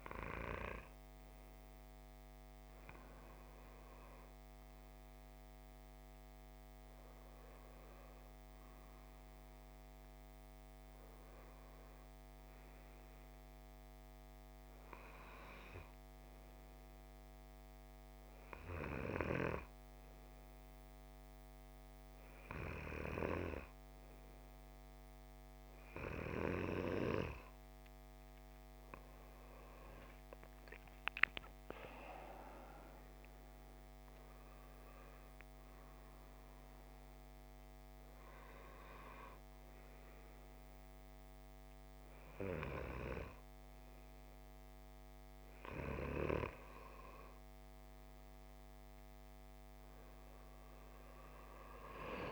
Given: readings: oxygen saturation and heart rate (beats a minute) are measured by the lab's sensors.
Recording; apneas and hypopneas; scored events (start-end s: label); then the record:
breathing in sleep by a microphone on the trachea; 1
5.50-9.50 s: arousal
14.50-26.50 s: hypopnea (oxygen 95% before, 93% lowest, heart rate 59 before, 55 extreme, up 9 after)
27.50-33.00 s: arousal
48.00-52.32 s: arousal
From the record:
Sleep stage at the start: N2 (light sleep); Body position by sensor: on the left side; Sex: male